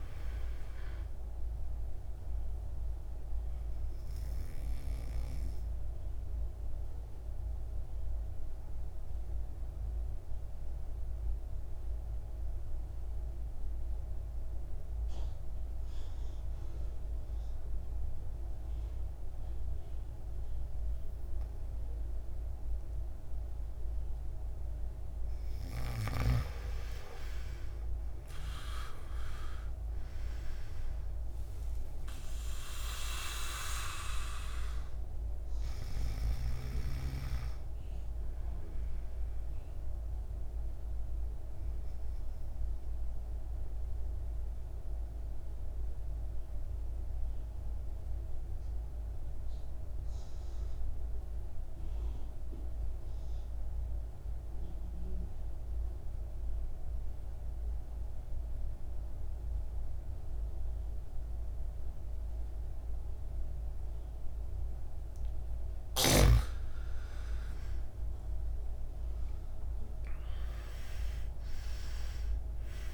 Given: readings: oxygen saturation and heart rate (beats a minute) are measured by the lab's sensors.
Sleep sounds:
breathing in sleep by a room microphone; 2
0.00-22.00 s: oxygen desaturation (device-marked, oxygen 90% lowest, heart rate 51 extreme)
3.50-25.50 s: obstructive apnea (oxygen 99% before, 86% lowest, heart rate 59 before, 51 extreme, up 15 after)
27.50-30.50 s: arousal
31.00-52.00 s: oxygen desaturation (device-marked, oxygen 98% before, 87% lowest, heart rate 55 before, 52 extreme)
43.50-65.50 s: mixed apnea (oxygen 98% before, 84% lowest, heart rate 61 before, 52 extreme, up 16 after)
62.00-72.94 s: oxygen desaturation (device-marked, oxygen 98% before, 84% lowest, heart rate 55 before, 52 extreme)
67.00-69.50 s: arousal
From the record:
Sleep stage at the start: N2 (light sleep); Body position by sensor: on the back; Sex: male

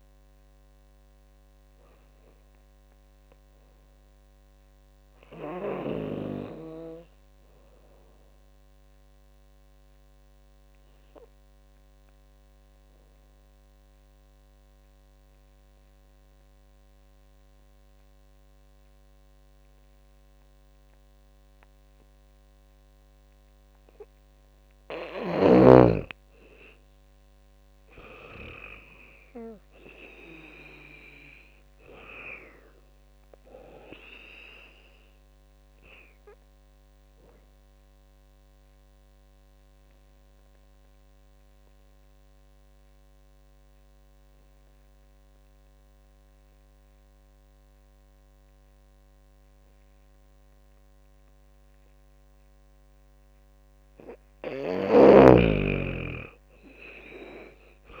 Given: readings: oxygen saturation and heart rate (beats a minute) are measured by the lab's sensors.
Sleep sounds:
breathing in sleep by a microphone on the trachea; 2
0.00-6.00 s: drop in pulse transit time (device-marked, heart rate 70 extreme)
0.00-17.00 s: oxygen desaturation (device-marked, oxygen 89% lowest, heart rate 68 extreme)
3.00-23.50 s: obstructive apnea (oxygen 98% before, 89% lowest, heart rate 81 before, 68 extreme, up 16 after)
25.50-29.00 s: arousal
26.00-40.00 s: drop in pulse transit time (device-marked, heart rate 73 before, 76 extreme)
28.00-47.00 s: oxygen desaturation (device-marked, oxygen 99% before, 90% lowest, heart rate 74 before, 71 extreme)
36.00-52.00 s: obstructive apnea (oxygen 99% before, 90% lowest, heart rate 81 before, 71 extreme, up 15 after)
54.50-58.00 s: arousal
56.00-58.00 s: drop in pulse transit time (device-marked, heart rate 75 before, 79 extreme)
From the record:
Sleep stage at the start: N2 (light sleep); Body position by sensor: on the back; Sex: female

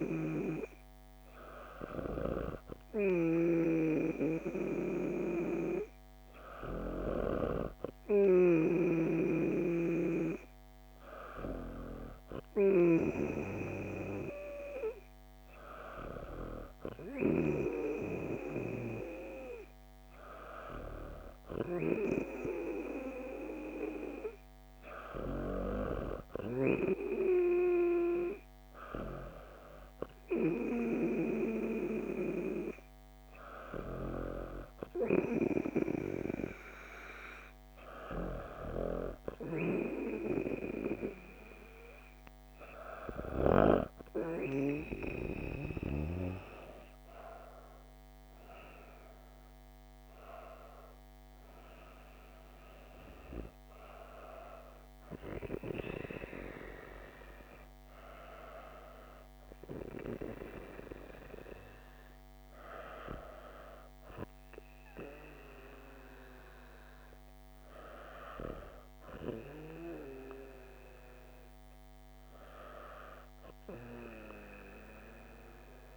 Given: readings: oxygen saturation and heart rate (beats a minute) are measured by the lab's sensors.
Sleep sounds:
breathing in sleep by a microphone on the trachea; none
none scored
From the record:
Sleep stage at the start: N2 (light sleep); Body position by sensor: on the back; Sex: female

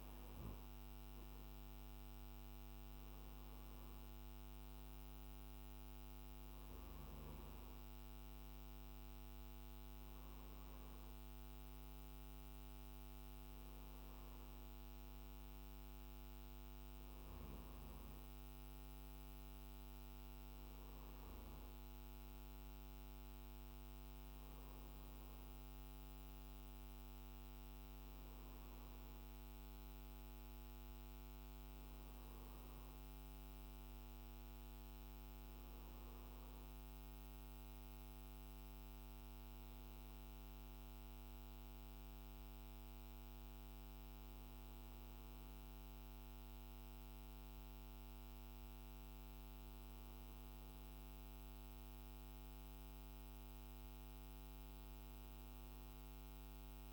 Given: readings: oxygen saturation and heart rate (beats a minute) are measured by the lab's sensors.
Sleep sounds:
breathing in sleep, hard to hear, by a microphone on the trachea; none
26.00-56.93 s: new sleep stage, N1 (lightest sleep)
30.50-36.00 s: arousal
From the record:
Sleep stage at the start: N2 (light sleep); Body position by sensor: on the right side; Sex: male

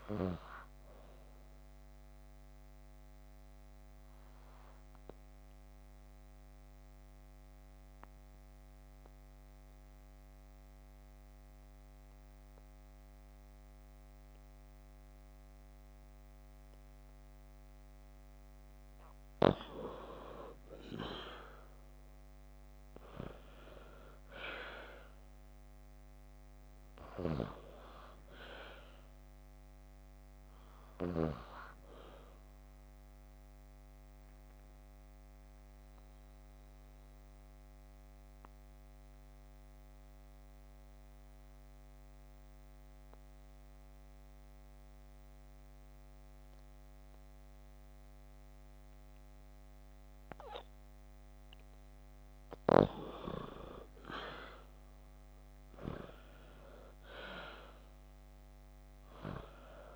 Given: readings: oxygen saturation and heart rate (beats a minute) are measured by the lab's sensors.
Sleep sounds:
breathing in sleep by a microphone on the trachea; 2
2.50-19.00 s: obstructive apnea (oxygen 96% before, 89% lowest)
16.50-30.50 s: oxygen desaturation (device-marked, oxygen 96% before, 89% lowest)
20.50-24.00 s: arousal
34.00-52.00 s: obstructive apnea (oxygen 96% before, 89% lowest)
54.00-57.50 s: arousal
56.50-59.96 s: oxygen desaturation (device-marked, oxygen 96% before, 90% lowest)
From the record:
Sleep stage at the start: N2 (light sleep); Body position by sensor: on the back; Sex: female

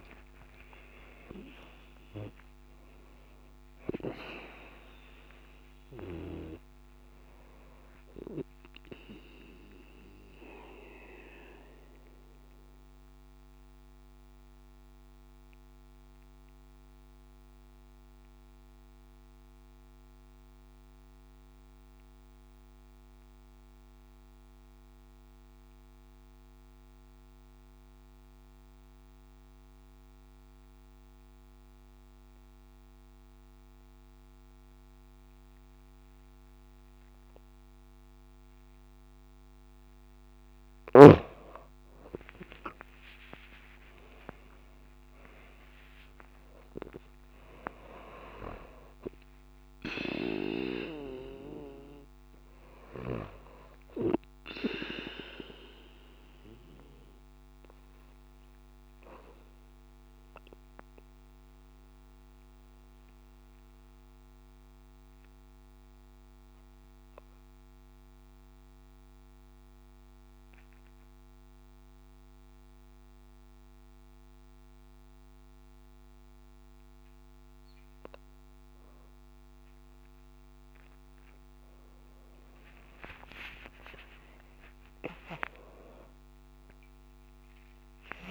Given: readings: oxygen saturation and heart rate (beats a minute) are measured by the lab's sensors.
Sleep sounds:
breathing in sleep by a microphone on the trachea; 2
0.00-1.00 s: long interval between heartbeats (device-marked, heart rate 71 extreme)
10.00-39.50 s: mixed apnea (oxygen 96% before, 91% lowest)
10.50-26.50 s: oxygen desaturation (device-marked, oxygen 94% before, 91% lowest)
41.00-45.50 s: arousal
42.50-44.50 s: long interval between heartbeats (device-marked)
59.50-77.00 s: central apnea (oxygen 98% before, 92% lowest)
59.50-77.50 s: oxygen desaturation (device-marked, oxygen 95% before, 92% lowest)
79.50-88.31 s: new sleep stage, awake
83.00-85.00 s: long interval between heartbeats (device-marked, heart rate 35 before, 146 extreme)
From the record:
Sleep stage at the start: N2 (light sleep); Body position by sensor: on the back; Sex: female

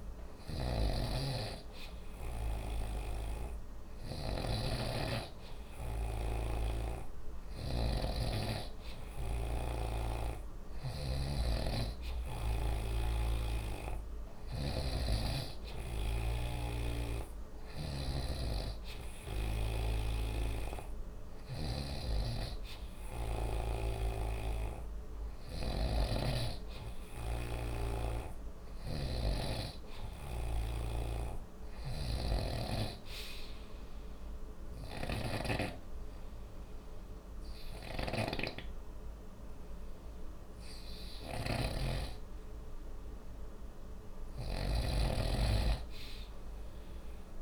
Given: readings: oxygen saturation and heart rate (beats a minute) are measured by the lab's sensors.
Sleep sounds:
breathing in sleep by a room microphone; none
0.00-47.42 s: snoring (device-marked)
From the record:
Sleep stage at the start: N2 (light sleep); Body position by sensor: on the right side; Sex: male

